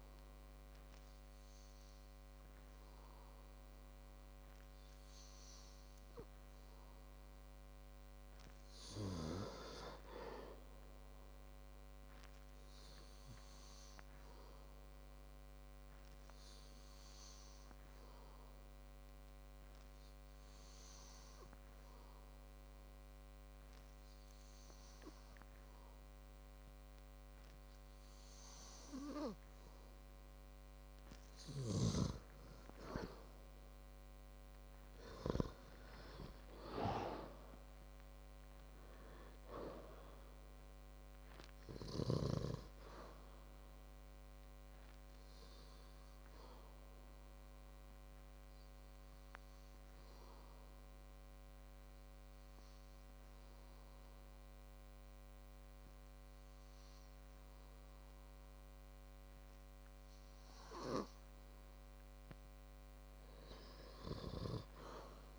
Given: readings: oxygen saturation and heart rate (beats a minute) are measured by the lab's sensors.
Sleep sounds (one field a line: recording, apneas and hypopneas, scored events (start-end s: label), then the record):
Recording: breathing in sleep by a microphone on the trachea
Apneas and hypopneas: 2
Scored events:
13.00-27.50 s: hypopnea (oxygen 97% before, 94% lowest, heart rate 60 before, 54 extreme, up 5 after)
17.00-35.00 s: oxygen desaturation (device-marked, oxygen 97% before, 94% lowest, heart rate 60 before, 52 extreme)
36.00-40.00 s: arousal
46.50-59.00 s: hypopnea (oxygen 97% before, 95% lowest, heart rate 62 before, 52 extreme, up 8 after)
62.50-65.39 s: arousal
From the record:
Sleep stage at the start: N2 (light sleep)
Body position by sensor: on the back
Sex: male